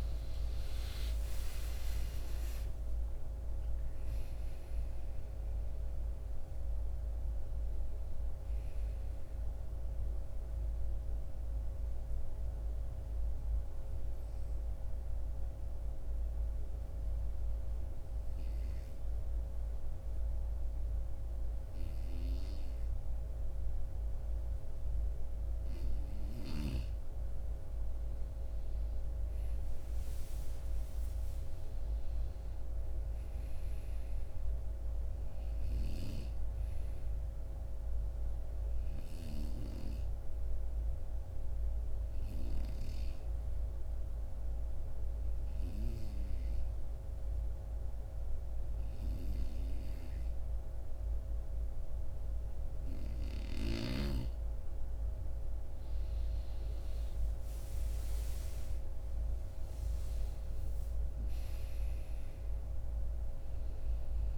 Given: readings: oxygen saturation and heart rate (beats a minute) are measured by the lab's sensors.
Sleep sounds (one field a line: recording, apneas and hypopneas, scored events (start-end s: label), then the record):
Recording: breathing in sleep by a room microphone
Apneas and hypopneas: 2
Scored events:
0.00-2.50 s: arousal
8.50-30.50 s: oxygen desaturation (device-marked, oxygen 94% before, 90% lowest, heart rate 68 before, 54 extreme)
9.50-26.00 s: obstructive apnea (oxygen 95% before, 90% lowest, heart rate 68 before, 54 extreme, up 6 after)
29.00-33.00 s: arousal
36.50-52.50 s: oxygen desaturation (device-marked, oxygen 97% before, 90% lowest, heart rate 57 before, 55 extreme)
36.50-53.50 s: obstructive apnea (oxygen 97% before, 88% lowest, heart rate 57 before, 54 extreme, up 8 after)
56.50-60.50 s: arousal
From the record:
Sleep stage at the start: N2 (light sleep)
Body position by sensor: on the right side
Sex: male